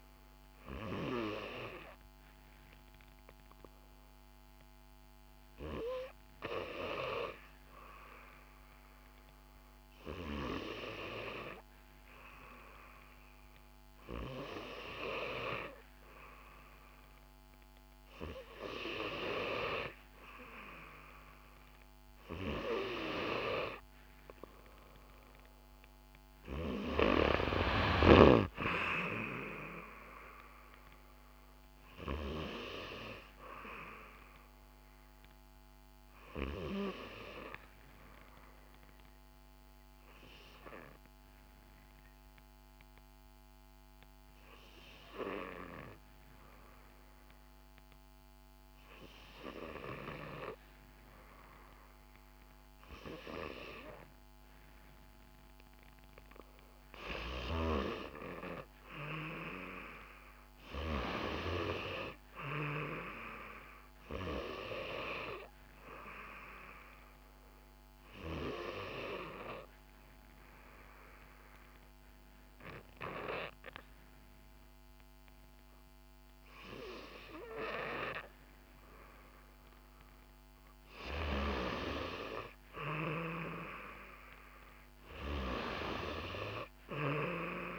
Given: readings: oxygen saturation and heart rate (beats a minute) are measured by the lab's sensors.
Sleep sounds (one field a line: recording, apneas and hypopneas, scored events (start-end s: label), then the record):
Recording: breathing in sleep by a microphone on the trachea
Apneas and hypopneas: 3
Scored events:
0.00-8.00 s: oxygen desaturation (device-marked, oxygen 90% lowest, heart rate 59 extreme)
1.00-14.50 s: obstructive apnea (oxygen 94% before, 89% lowest, heart rate 63 before, 59 extreme, up 3 after)
18.50-22.50 s: arousal
27.50-29.50 s: long interval between heartbeats (device-marked, heart rate 63 before, 70 extreme)
35.50-56.50 s: obstructive apnea (oxygen 92% before, 88% lowest, heart rate 65 before, 60 extreme, up 6 after)
58.50-62.00 s: arousal
61.00-86.00 s: oxygen desaturation (device-marked, oxygen 95% before, 89% lowest, heart rate 63 before, 59 extreme)
68.00-80.50 s: obstructive apnea (oxygen 95% before, 88% lowest, heart rate 65 before, 59 extreme, up 4 after)
83.50-87.50 s: arousal
From the record:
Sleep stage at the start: N2 (light sleep)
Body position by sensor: on the back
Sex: female